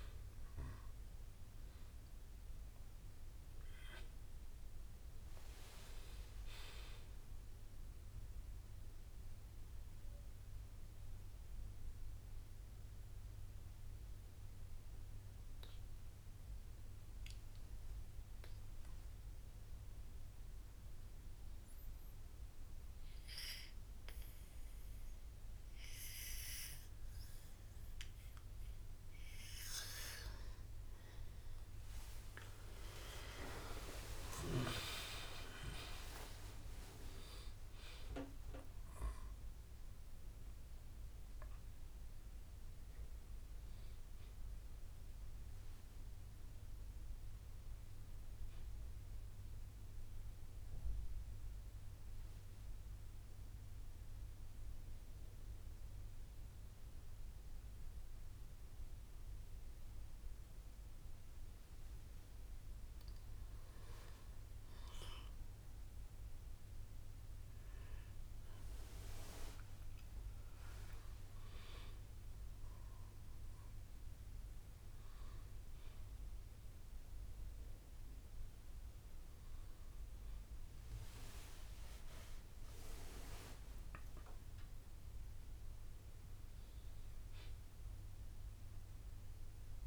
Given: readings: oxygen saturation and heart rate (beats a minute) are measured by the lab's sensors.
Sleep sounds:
breathing in sleep by a room microphone; 2
10.50-17.50 s: bradycardia (device-marked, heart rate 65 before, 57 extreme)
20.00-30.00 s: obstructive apnea (oxygen 96% before, 93% lowest, heart rate 62 before, 55 extreme, up 13 after)
20.50-30.50 s: bradycardia (device-marked, heart rate 65 before, 55 extreme)
32.00-37.50 s: arousal
34.50-53.50 s: drop in pulse transit time (device-marked, heart rate 58 before, 63 extreme)
49.50-63.00 s: mixed apnea (oxygen 96% before, 93% lowest, heart rate 65 before, 60 extreme, up 3 after)
70.00-74.00 s: arousal
70.50-82.50 s: drop in pulse transit time (device-marked, heart rate 62 before, 63 extreme)
From the record:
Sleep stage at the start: N2 (light sleep); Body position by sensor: on the back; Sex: male

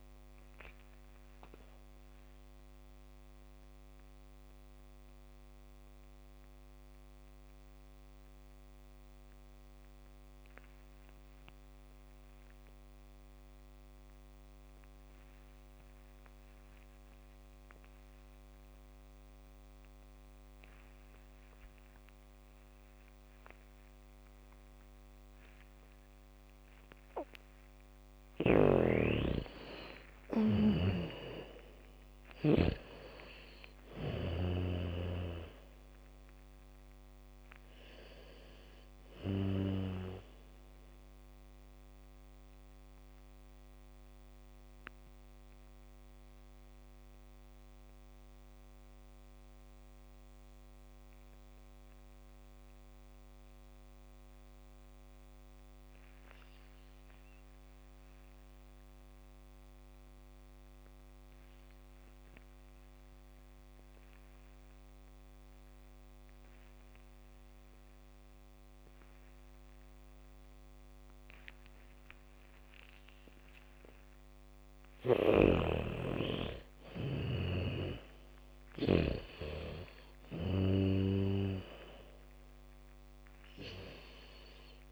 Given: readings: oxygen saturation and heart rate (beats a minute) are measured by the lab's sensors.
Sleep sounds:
breathing in sleep by a microphone on the trachea; 2
0.00-13.00 s: oxygen desaturation (device-marked, oxygen 77% lowest, heart rate 51 extreme)
0.50-28.00 s: mixed apnea (oxygen 98% before, 75% lowest, heart rate 66 before, 51 extreme, up 2 after)
19.00-56.00 s: oxygen desaturation (device-marked, oxygen 99% before, 75% lowest, heart rate 81 before, 40 extreme)
21.00-24.00 s: bradycardia (device-marked, heart rate 70 before, 60 extreme)
25.00-33.00 s: bradycardia (device-marked, heart rate 69 before, 53 extreme)
29.00-35.00 s: snoring (device-marked)
30.50-35.50 s: arousal
43.50-75.50 s: mixed apnea (oxygen 99% before, 75% lowest, heart rate 64 before, 39 extreme, up 0 after)
67.00-84.92 s: oxygen desaturation (device-marked, oxygen 99% before, 76% lowest, heart rate 76 before, 39 extreme)
72.00-81.00 s: bradycardia (device-marked, heart rate 70 before, 40 extreme)
75.50-79.50 s: snoring (device-marked)
77.50-81.50 s: arousal
From the record:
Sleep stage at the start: N2 (light sleep); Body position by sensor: on the back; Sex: female

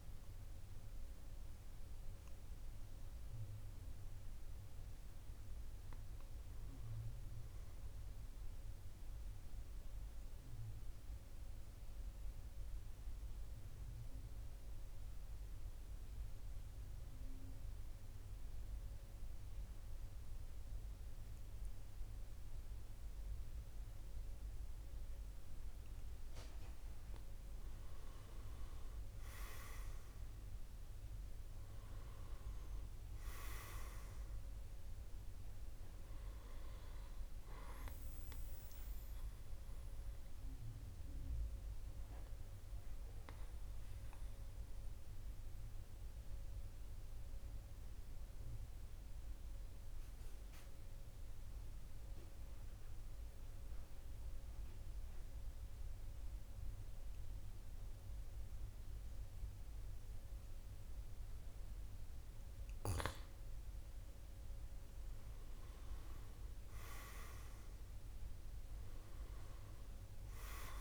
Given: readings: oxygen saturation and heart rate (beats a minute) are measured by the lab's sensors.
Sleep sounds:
breathing in sleep, hard to hear, by a room microphone; 2
0.00-7.00 s: oxygen desaturation (device-marked, oxygen 94% lowest, heart rate 46 extreme)
9.50-26.00 s: mixed apnea (oxygen 100% before, 92% lowest, heart rate 49 before, 46 extreme, up 8 after)
28.00-32.00 s: arousal
29.00-52.00 s: oxygen desaturation (device-marked, oxygen 97% before, 92% lowest, heart rate 48 before, 46 extreme)
43.00-61.50 s: obstructive apnea (oxygen 98% before, 92% lowest, heart rate 51 before, 45 extreme, up 9 after)
63.00-66.50 s: arousal
67.00-70.81 s: oxygen desaturation (device-marked, oxygen 99% before, 93% lowest, heart rate 49 before, 45 extreme)
From the record:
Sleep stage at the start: N2 (light sleep); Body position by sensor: on the back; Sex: male

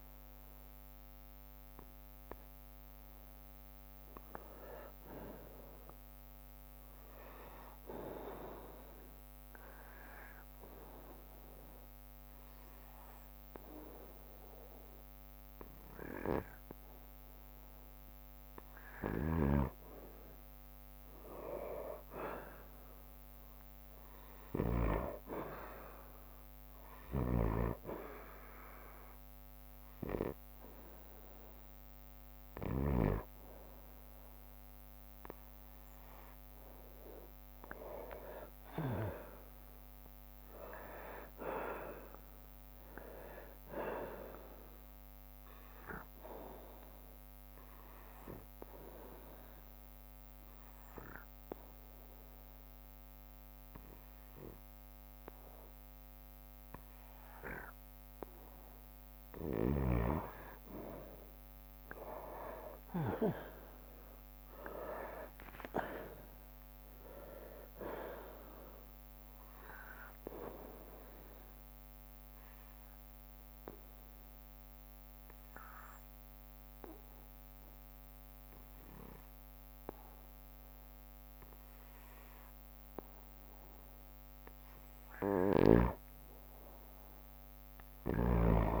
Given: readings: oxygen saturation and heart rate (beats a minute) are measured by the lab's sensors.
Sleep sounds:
breathing in sleep by a microphone on the trachea; 4
0.00-17.50 s: oxygen desaturation (device-marked, oxygen 90% lowest, heart rate 56 extreme)
8.50-18.50 s: obstructive apnea (oxygen 95% before, 90% lowest, heart rate 62 before, 62 extreme, up 3 after)
19.50-30.50 s: drop in pulse transit time (device-marked, heart rate 62 before, 62 extreme)
21.00-24.50 s: arousal
27.00-33.00 s: snoring (device-marked)
28.50-39.00 s: obstructive apnea (oxygen 98% before, 93% lowest, heart rate 63 before, 58 extreme, up 3 after)
38.50-51.50 s: oxygen desaturation (device-marked, oxygen 96% before, 93% lowest, heart rate 64 before, 58 extreme)
40.50-44.00 s: arousal
42.50-52.50 s: drop in pulse transit time (device-marked, heart rate 64 before, 62 extreme)
47.00-59.00 s: obstructive apnea (oxygen 98% before, 92% lowest, heart rate 65 before, 56 extreme, up 6 after)
52.50-58.50 s: bradycardia (device-marked, heart rate 63 before, 58 extreme)
61.00-66.00 s: arousal
65.50-77.50 s: drop in pulse transit time (device-marked, heart rate 61 before, 56 extreme)
71.50-75.50 s: bradycardia (device-marked, heart rate 63 before, 58 extreme)
72.00-84.50 s: obstructive apnea (oxygen 97% before, 92% lowest, heart rate 62 before, 56 extreme, up 5 after)
From the record:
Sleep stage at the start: N2 (light sleep); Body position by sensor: on the right side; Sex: male

